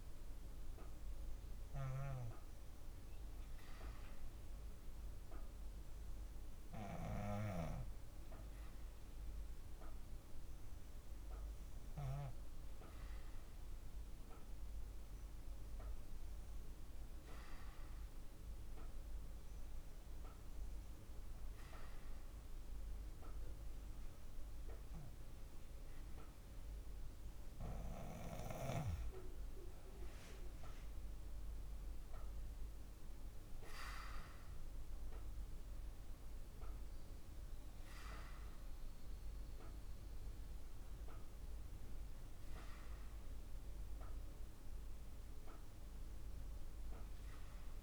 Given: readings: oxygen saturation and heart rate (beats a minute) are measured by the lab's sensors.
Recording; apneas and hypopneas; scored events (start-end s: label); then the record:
breathing in sleep by a room microphone; none
none scored
From the record:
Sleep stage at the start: N2 (light sleep); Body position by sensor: on the back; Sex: female